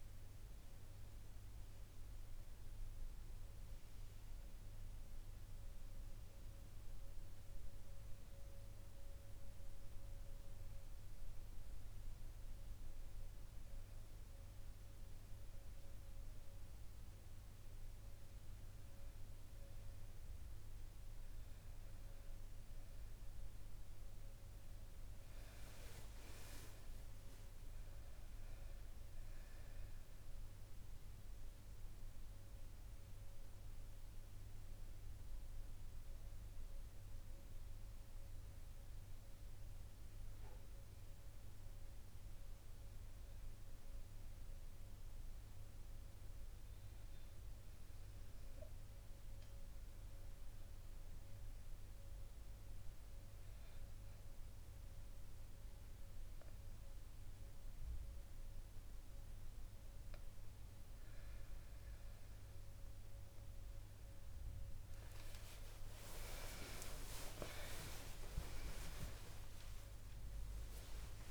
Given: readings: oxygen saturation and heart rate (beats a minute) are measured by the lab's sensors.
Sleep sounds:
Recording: breathing in sleep by a room microphone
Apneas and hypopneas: 2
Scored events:
6.00-20.50 s: hypopnea (oxygen 99% before, 94% lowest, heart rate 80 before, 68 extreme, up 4 after)
22.00-25.50 s: arousal
27.00-49.00 s: oxygen desaturation (device-marked, oxygen 98% before, 94% lowest, heart rate 70 before, 65 extreme)
36.50-50.50 s: obstructive apnea (oxygen 99% before, 94% lowest, heart rate 72 before, 65 extreme, up 1 after)
66.50-71.31 s: arousal
From the record:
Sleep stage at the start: N1 (lightest sleep)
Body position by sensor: on the back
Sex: female

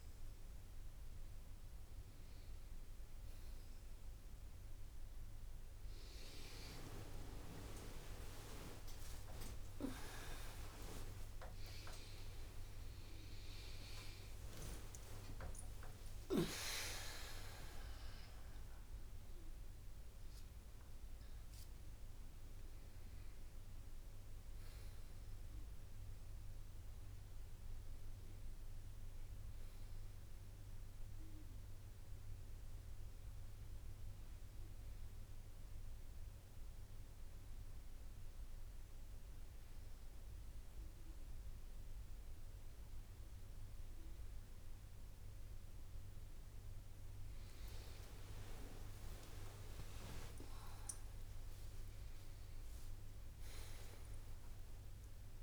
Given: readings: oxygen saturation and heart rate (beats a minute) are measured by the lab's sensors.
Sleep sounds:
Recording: a person awake in a sleep study, by a room microphone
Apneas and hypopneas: none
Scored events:
0.00-1.00 s: drop in pulse transit time (device-marked, heart rate 62 extreme)
4.00-23.00 s: tachycardia (device-marked, heart rate 63 before, 154 extreme)
6.00-8.00 s: long interval between heartbeats (device-marked, heart rate 64 before, 81 extreme)
6.00-55.43 s: new sleep stage, awake
9.00-11.00 s: long interval between heartbeats (device-marked, heart rate 71 before, 126 extreme)
11.00-13.00 s: long interval between heartbeats (device-marked, heart rate 79 before, 139 extreme)
14.00-30.00 s: drop in pulse transit time (device-marked, heart rate 90 before, 90 extreme)
17.00-27.00 s: oxygen desaturation (device-marked, oxygen 96% before, 92% lowest, heart rate 98 before, 59 extreme)
47.00-52.00 s: tachycardia (device-marked, heart rate 66 before, 104 extreme)
50.00-52.00 s: long interval between heartbeats (device-marked, heart rate 69 before, 103 extreme)
From the record:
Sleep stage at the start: N2 (light sleep)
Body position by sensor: on the right side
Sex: female

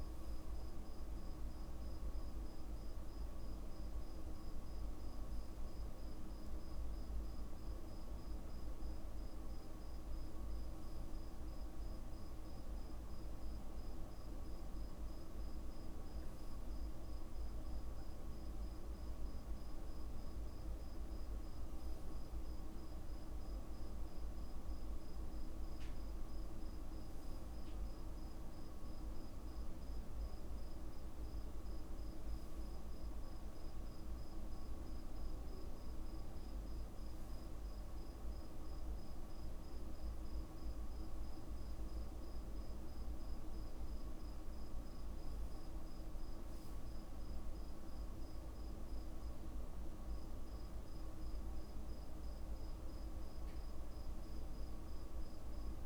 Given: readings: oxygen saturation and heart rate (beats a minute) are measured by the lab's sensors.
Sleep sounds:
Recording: breathing in sleep, hard to hear, by a room microphone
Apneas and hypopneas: none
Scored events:
0.50-2.50 s: long interval between heartbeats (device-marked, heart rate 51 before, 39 extreme)
27.50-29.50 s: long interval between heartbeats (device-marked, heart rate 55 before, 56 extreme)
54.50-55.86 s: long interval between heartbeats (device-marked, heart rate 49 before, 56 extreme)
From the record:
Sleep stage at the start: N2 (light sleep)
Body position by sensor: on the back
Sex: male

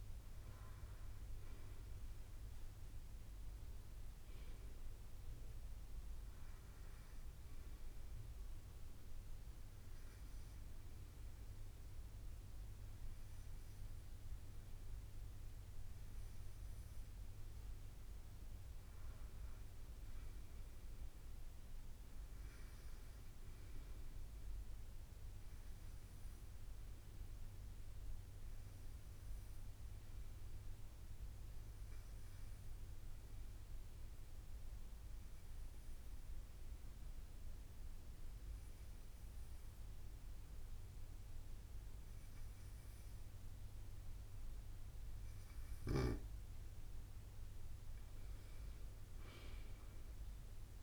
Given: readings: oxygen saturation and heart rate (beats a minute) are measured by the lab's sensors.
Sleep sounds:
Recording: breathing in sleep, hard to hear, by a room microphone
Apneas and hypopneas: 2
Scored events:
7.00-17.00 s: hypopnea (oxygen 96% before, 93% lowest, heart rate 65 before, 63 extreme, up 4 after)
20.50-23.50 s: arousal
29.00-43.50 s: hypopnea (oxygen 96% before, 93% lowest, heart rate 64 before, 61 extreme, up 2 after)
From the record:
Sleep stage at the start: N2 (light sleep)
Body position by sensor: on the right side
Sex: male

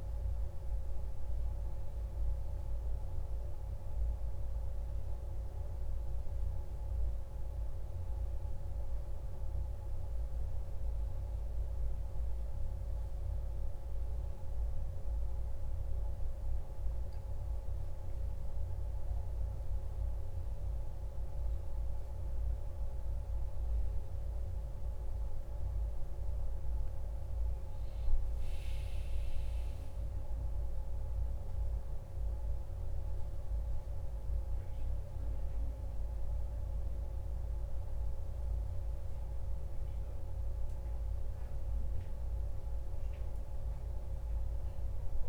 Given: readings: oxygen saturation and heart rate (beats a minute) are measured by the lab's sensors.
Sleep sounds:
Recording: a person awake in a sleep study, hard to hear, by a room microphone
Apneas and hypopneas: none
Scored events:
none scored
From the record:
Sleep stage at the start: awake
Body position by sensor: on the back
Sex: male

